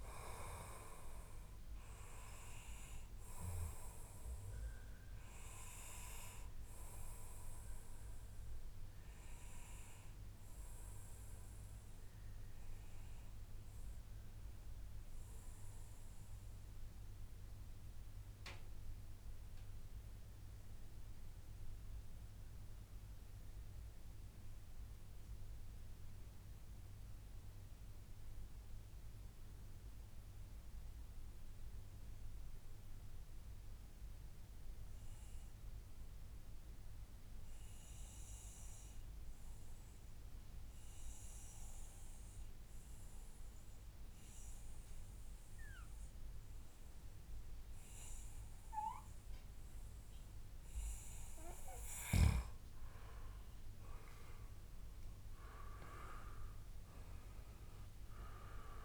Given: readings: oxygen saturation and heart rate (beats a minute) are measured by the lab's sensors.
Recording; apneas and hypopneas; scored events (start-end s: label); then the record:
breathing in sleep by a room microphone; 1
8.00-10.00 s: long interval between heartbeats (device-marked, heart rate 104 before, 97 extreme)
10.00-50.50 s: mixed apnea (oxygen 97% before, 92% lowest, heart rate 103 before, 90 extreme, up 34 after)
14.50-16.50 s: long interval between heartbeats (device-marked, heart rate 103 before, 97 extreme)
47.00-58.85 s: oxygen desaturation (device-marked, oxygen 98% before, 92% lowest, heart rate 102 before, 109 extreme)
From the record:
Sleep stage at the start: N2 (light sleep); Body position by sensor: on the back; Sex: male